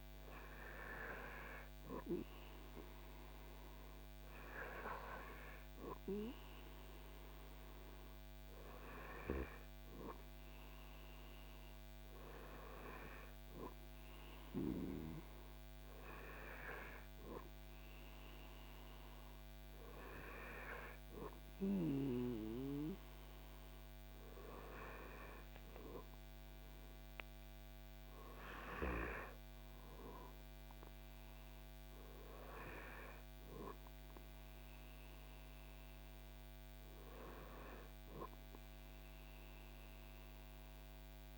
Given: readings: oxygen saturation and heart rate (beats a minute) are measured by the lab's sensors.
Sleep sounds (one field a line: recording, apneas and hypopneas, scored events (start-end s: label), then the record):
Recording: breathing in sleep by a microphone on the trachea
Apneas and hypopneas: none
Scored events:
none scored
From the record:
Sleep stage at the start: N2 (light sleep)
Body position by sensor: on the back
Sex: male